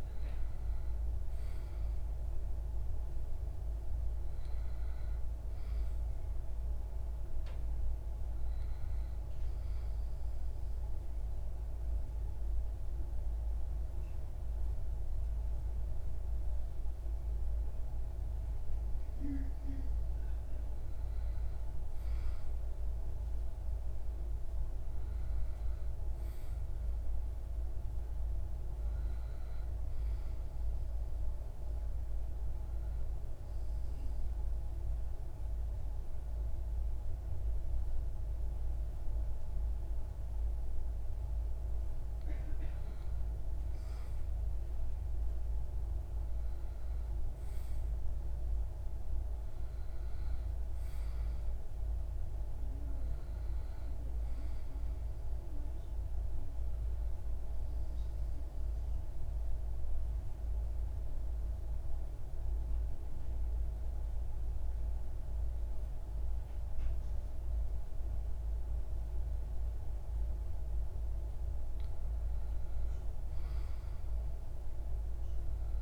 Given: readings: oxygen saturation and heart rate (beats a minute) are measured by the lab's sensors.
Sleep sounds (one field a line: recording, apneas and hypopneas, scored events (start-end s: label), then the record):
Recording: breathing in sleep, hard to hear, by a room microphone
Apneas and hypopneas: 3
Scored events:
9.50-19.50 s: central apnea (oxygen 96% before, 93% lowest, heart rate 65 before, 48 extreme, up 11 after)
21.50-25.00 s: arousal
30.00-41.00 s: central apnea (oxygen 96% before, 93% lowest, heart rate 57 before, 49 extreme, up 17 after)
45.00-49.00 s: arousal
57.50-69.50 s: central apnea (oxygen 95% before, 93% lowest, heart rate 60 before, 46 extreme, up 11 after)
72.00-75.82 s: arousal
From the record:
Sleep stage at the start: REM sleep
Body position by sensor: on the back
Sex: male